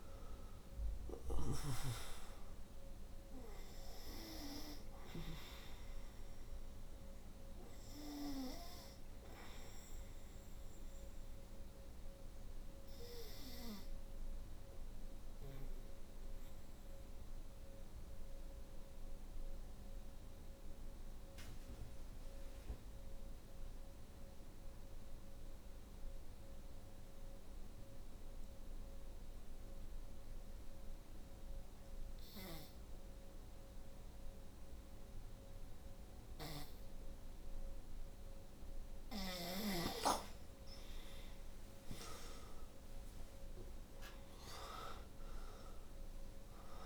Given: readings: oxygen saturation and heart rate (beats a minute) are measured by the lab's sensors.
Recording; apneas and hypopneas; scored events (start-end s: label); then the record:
breathing in sleep by a room microphone; 1
0.00-4.50 s: snoring (device-marked)
0.00-29.00 s: oxygen desaturation (device-marked, oxygen 84% lowest, heart rate 49 extreme)
10.00-36.50 s: obstructive apnea (oxygen 97% before, 80% lowest, heart rate 62 before, 50 extreme, up 10 after)
35.00-46.86 s: oxygen desaturation (device-marked, oxygen 97% before, 80% lowest, heart rate 57 before, 50 extreme)
39.50-43.50 s: arousal
From the record:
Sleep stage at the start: N2 (light sleep); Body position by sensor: on the back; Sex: female